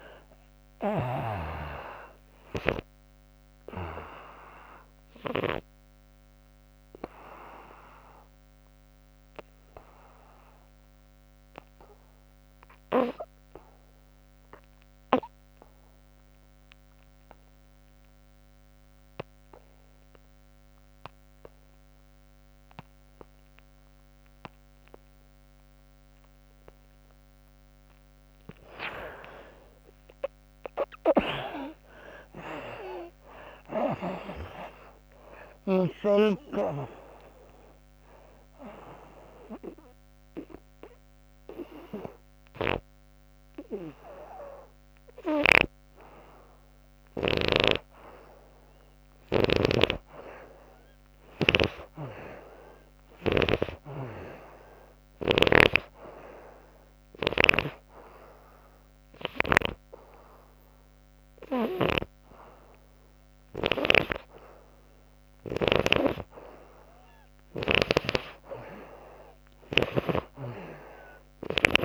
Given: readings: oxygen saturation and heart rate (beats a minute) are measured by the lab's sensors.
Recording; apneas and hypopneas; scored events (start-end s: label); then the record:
breathing in sleep by a microphone on the trachea; 3
0.00-12.50 s: oxygen desaturation (device-marked, oxygen 74% lowest, heart rate 69 extreme)
5.50-26.50 s: obstructive apnea (oxygen 94% before, 70% lowest, heart rate 102 before, 69 extreme, up 30 after)
18.50-30.50 s: oxygen desaturation (device-marked, oxygen 96% before, 87% lowest, heart rate 104 before, 76 extreme)
30.00-34.00 s: arousal
32.50-53.50 s: oxygen desaturation (device-marked, oxygen 90% before, 70% lowest, heart rate 94 before, 76 extreme)
38.00-48.00 s: obstructive apnea (oxygen 96% before, 70% lowest, heart rate 104 before, 76 extreme, up 5 after)
49.00-53.00 s: snoring (device-marked)
50.50-53.50 s: arousal
56.00-66.00 s: hypopnea (oxygen 97% before, 73% lowest, heart rate 93 before, 74 extreme, up 7 after)
61.00-69.50 s: snoring (device-marked)
67.50-71.85 s: oxygen desaturation (device-marked, oxygen 90% before, 83% lowest, heart rate 81 before, 69 extreme)
68.50-71.50 s: arousal
From the record:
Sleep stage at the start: N2 (light sleep); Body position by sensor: on the back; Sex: female